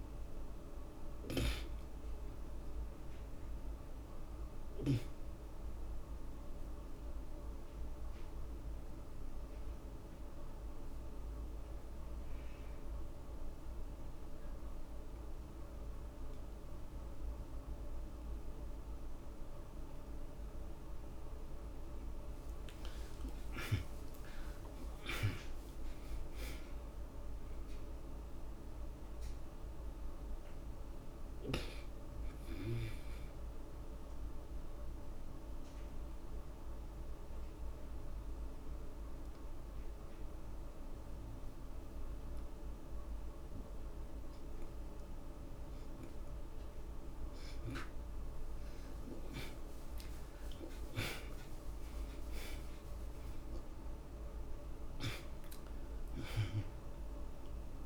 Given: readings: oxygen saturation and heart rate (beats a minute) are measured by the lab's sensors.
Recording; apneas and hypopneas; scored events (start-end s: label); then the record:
breathing in sleep by a room microphone; 2
1.00-5.00 s: snoring (device-marked)
3.50-20.50 s: obstructive apnea (oxygen 92% before, 68% lowest, heart rate 60 before, 55 extreme, up 17 after)
22.00-26.50 s: arousal
32.00-48.00 s: obstructive apnea (oxygen 91% before, 68% lowest, heart rate 64 before, 54 extreme, up 8 after)
33.00-48.00 s: oxygen desaturation (device-marked, oxygen 89% before, 68% lowest, heart rate 65 before, 54 extreme)
49.00-54.00 s: arousal
From the record:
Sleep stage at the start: N2 (light sleep); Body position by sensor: on the back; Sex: male